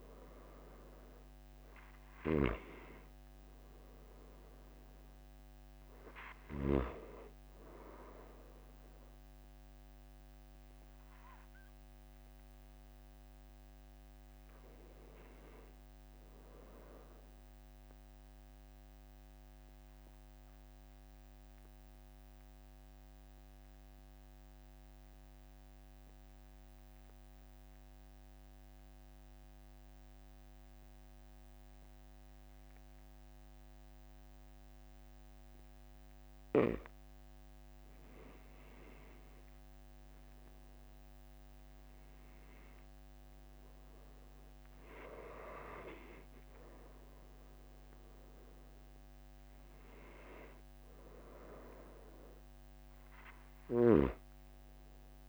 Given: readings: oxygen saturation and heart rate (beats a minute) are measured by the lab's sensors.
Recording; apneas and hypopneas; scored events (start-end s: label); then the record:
breathing in sleep by a microphone on the trachea; 1
18.50-38.50 s: obstructive apnea (oxygen 96% before, 93% lowest, heart rate 45 before, 43 extreme, up 5 after)
43.50-48.50 s: arousal
From the record:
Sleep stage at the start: N2 (light sleep); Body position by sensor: on the back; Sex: male